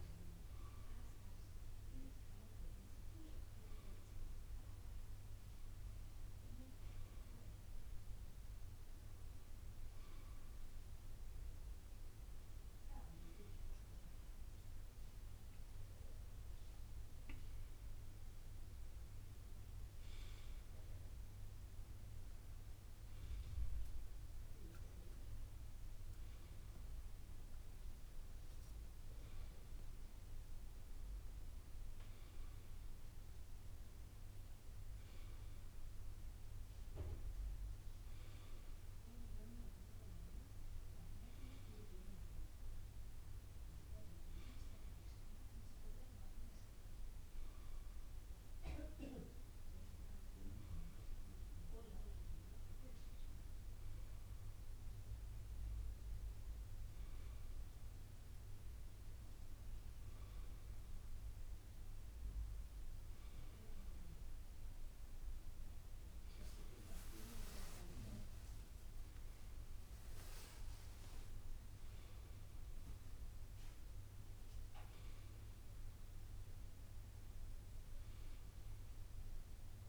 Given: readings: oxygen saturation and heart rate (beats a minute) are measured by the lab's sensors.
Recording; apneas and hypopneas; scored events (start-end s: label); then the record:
a person awake in a sleep study, hard to hear, by a room microphone; none
16.00-20.50 s: arousal
52.00-54.00 s: long interval between heartbeats (device-marked, heart rate 63 before, 72 extreme)
From the record:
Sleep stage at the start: awake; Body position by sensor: on the right side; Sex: male